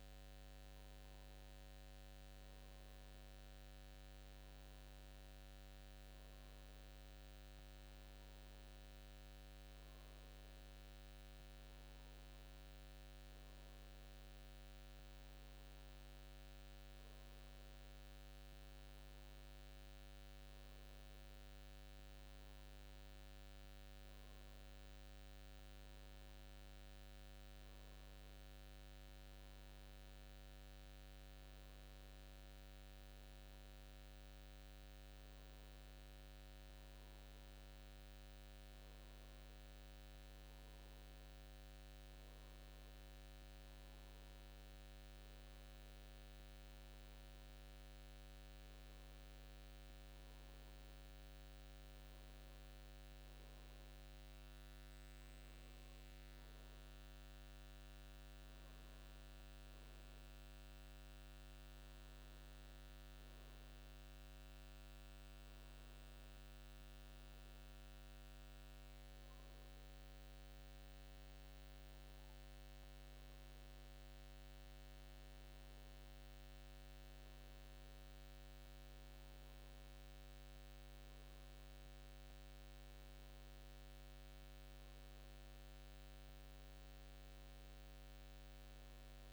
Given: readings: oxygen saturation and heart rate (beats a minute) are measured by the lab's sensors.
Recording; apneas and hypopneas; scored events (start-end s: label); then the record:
breathing in sleep, hard to hear, by a microphone on the trachea; none
none scored
From the record:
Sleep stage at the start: N2 (light sleep); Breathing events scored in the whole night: 12 in 4.4 hours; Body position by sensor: on the back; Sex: male